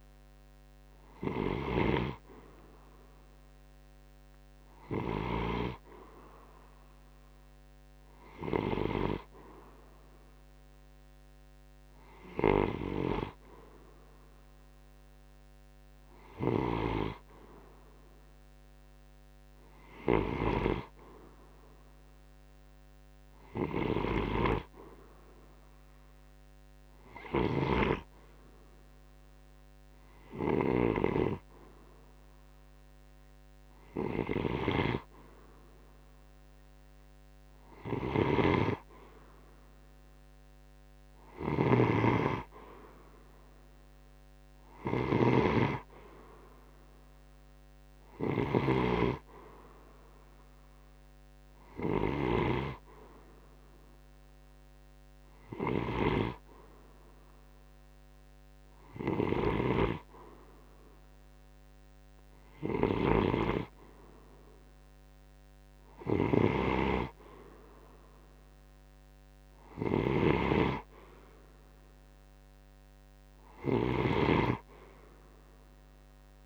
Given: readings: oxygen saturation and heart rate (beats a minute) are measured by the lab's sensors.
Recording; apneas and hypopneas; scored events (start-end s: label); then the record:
breathing in sleep by a microphone on the trachea; none
0.00-5.00 s: snoring (device-marked)
15.50-20.00 s: snoring (device-marked)
26.50-76.46 s: snoring (device-marked)
From the record:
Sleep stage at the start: N2 (light sleep); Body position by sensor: on the right side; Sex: male